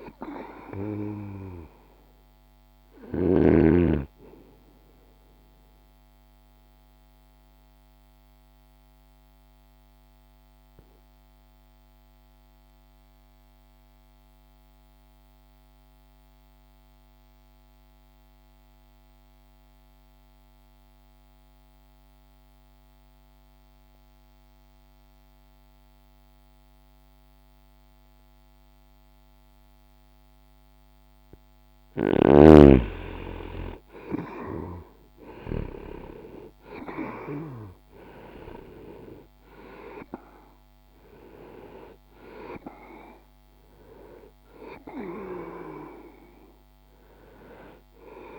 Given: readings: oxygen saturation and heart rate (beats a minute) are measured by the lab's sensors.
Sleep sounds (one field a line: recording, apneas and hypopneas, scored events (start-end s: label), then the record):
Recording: breathing in sleep by a microphone on the trachea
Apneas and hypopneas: 1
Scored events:
0.00-9.50 s: oxygen desaturation (device-marked, oxygen 93% lowest)
5.00-31.00 s: obstructive apnea (oxygen 98% before, 84% lowest)
11.50-26.50 s: oxygen desaturation (device-marked, oxygen 94% before, 85% lowest)
32.50-36.50 s: arousal
39.50-46.50 s: oxygen desaturation (device-marked, oxygen 97% before, 92% lowest)
From the record:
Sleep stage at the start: N2 (light sleep)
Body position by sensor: on the back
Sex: male